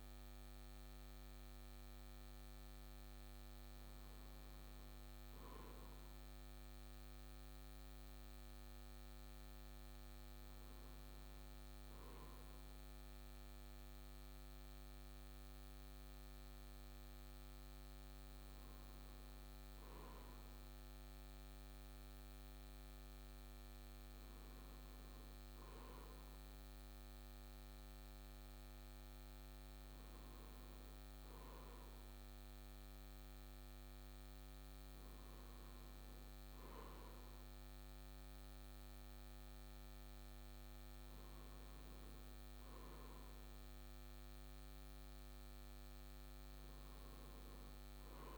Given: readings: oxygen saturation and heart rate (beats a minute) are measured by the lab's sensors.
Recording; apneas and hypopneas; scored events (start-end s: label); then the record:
breathing in sleep, hard to hear, by a microphone on the trachea; none
none scored
From the record:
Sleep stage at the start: N2 (light sleep); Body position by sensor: on the right side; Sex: male